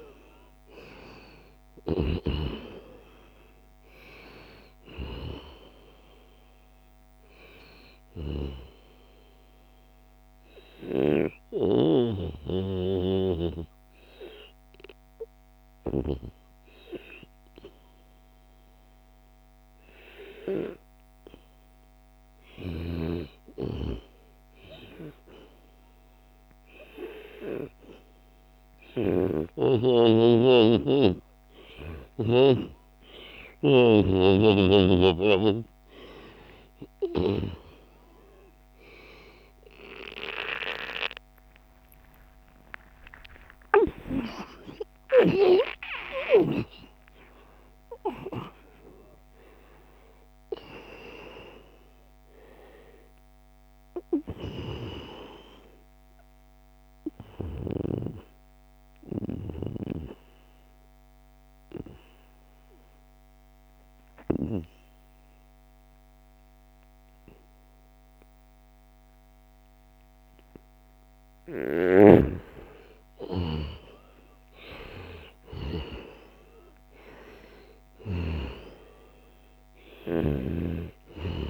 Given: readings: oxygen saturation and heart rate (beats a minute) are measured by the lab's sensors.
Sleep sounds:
a person partly awake in a sleep study, by a microphone on the trachea; 2
0.00-11.50 s: snoring (device-marked)
0.00-14.50 s: oxygen desaturation (device-marked, oxygen 89% lowest, heart rate 75 extreme)
9.50-21.50 s: obstructive apnea (oxygen 95% before, 89% lowest, heart rate 78 before, 78 extreme)
20.50-50.50 s: new sleep stage, awake
28.50-32.00 s: snoring (device-marked)
50.50-81.50 s: new sleep stage, N2 (light sleep)
56.00-71.50 s: obstructive apnea (oxygen 96% before, 91% lowest, heart rate 92 before, 74 extreme, up 3 after)
71.50-78.00 s: snoring (device-marked)
72.50-75.00 s: arousal
76.50-81.50 s: oxygen desaturation (device-marked, oxygen 96% before, 91% lowest, heart rate 78 before, 75 extreme)
From the record:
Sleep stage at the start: N2 (light sleep); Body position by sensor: on the right side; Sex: male

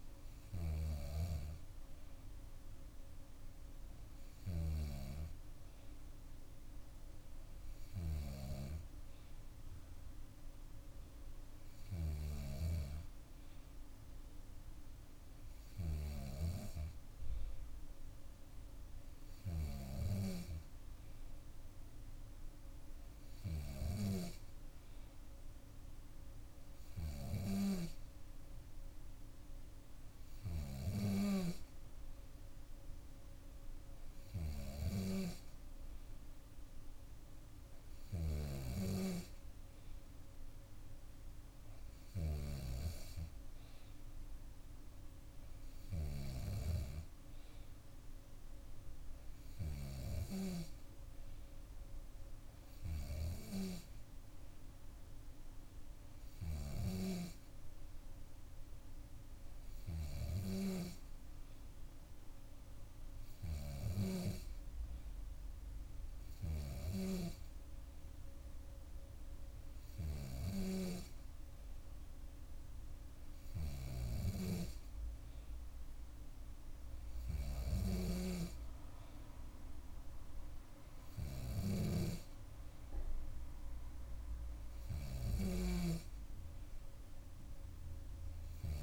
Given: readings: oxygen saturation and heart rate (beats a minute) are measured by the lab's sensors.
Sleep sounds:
breathing in sleep by a room microphone; none
34.50-39.00 s: snoring (device-marked)
74.00-85.50 s: snoring (device-marked)
From the record:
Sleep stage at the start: N2 (light sleep); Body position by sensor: on the back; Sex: female

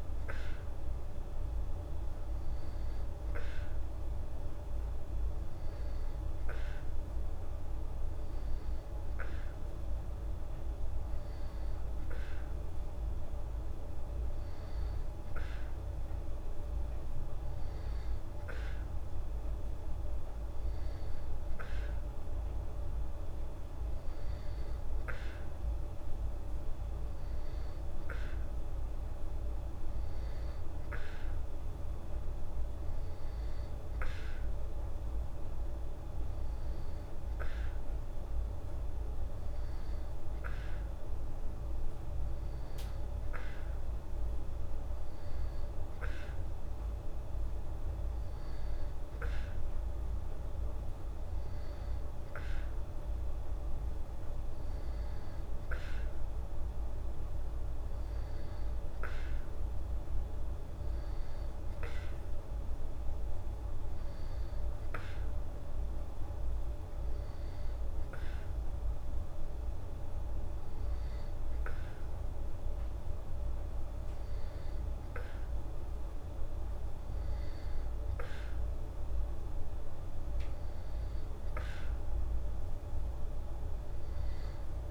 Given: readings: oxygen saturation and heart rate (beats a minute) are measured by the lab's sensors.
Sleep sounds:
breathing in sleep, hard to hear, by a room microphone; none
none scored
From the record:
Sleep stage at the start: N2 (light sleep); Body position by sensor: on the back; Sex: female

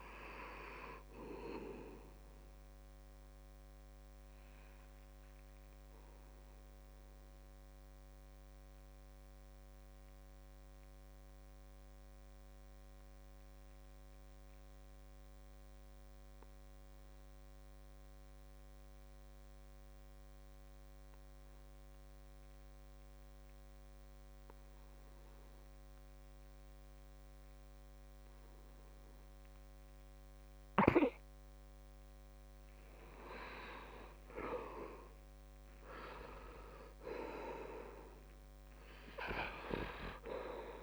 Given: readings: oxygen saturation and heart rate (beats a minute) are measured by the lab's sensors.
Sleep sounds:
breathing in sleep by a microphone on the trachea; 1
0.00-19.00 s: oxygen desaturation (device-marked, oxygen 67% lowest, heart rate 67 extreme)
4.50-30.00 s: obstructive apnea (oxygen 80% before, 67% lowest, heart rate 81 before, 65 extreme, up 9 after)
32.00-35.00 s: arousal
34.00-40.83 s: oxygen desaturation (device-marked, oxygen 95% before, 76% lowest, heart rate 74 before, 65 extreme)
From the record:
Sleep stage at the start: N2 (light sleep); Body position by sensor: on the back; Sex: male

